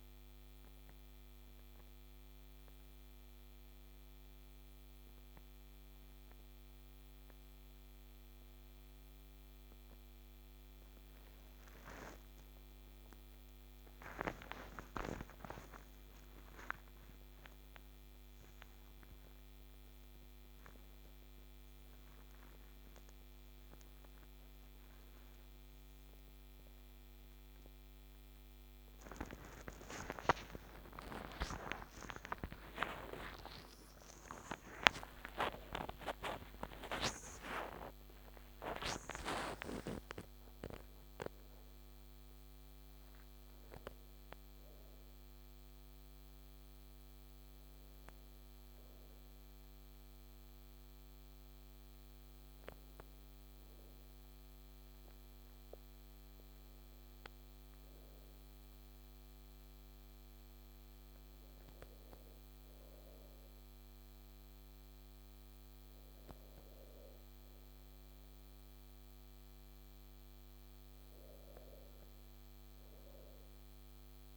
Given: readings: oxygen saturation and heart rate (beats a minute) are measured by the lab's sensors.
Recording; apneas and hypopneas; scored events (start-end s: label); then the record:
a person awake in a sleep study, by a microphone on the trachea; none
none scored
From the record:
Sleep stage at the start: awake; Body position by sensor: on the back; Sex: female